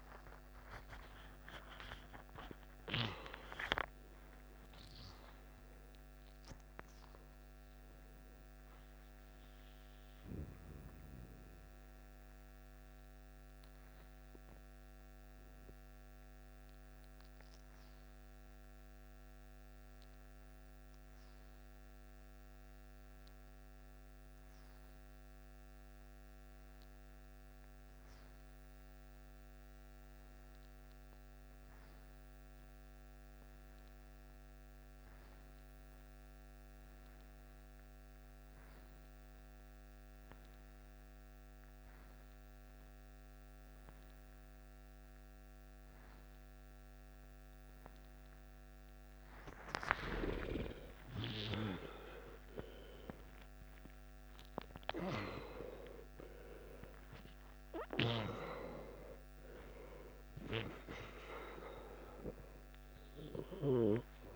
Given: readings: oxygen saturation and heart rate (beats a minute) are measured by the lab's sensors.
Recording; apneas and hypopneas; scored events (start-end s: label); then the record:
breathing in sleep by a microphone on the trachea; 1
0.00-10.00 s: oxygen desaturation (device-marked, oxygen 98% before, 93% lowest, heart rate 59 before, 51 extreme)
12.50-49.50 s: mixed apnea (oxygen 99% before, 89% lowest, heart rate 68 before, 51 extreme, up 18 after)
40.00-64.36 s: oxygen desaturation (device-marked, oxygen 98% before, 89% lowest, heart rate 53 before, 53 extreme)
50.00-54.50 s: arousal
From the record:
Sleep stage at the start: N2 (light sleep); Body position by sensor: on the left side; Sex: male